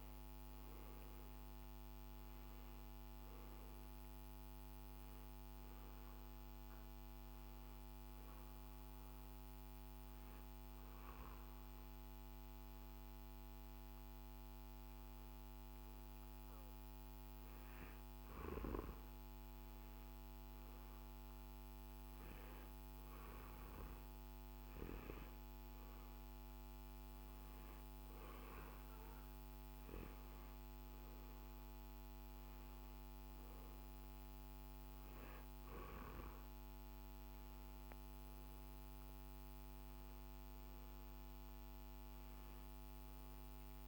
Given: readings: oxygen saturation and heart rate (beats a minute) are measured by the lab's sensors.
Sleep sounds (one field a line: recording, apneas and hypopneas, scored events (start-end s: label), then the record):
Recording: breathing in sleep, hard to hear, by a microphone on the trachea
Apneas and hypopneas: 1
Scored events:
6.00-18.50 s: hypopnea (oxygen 96% before, 93% lowest, heart rate 60 before, 58 extreme, up 4 after)
20.50-23.00 s: arousal
From the record:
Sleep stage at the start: N2 (light sleep)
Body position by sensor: on the back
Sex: male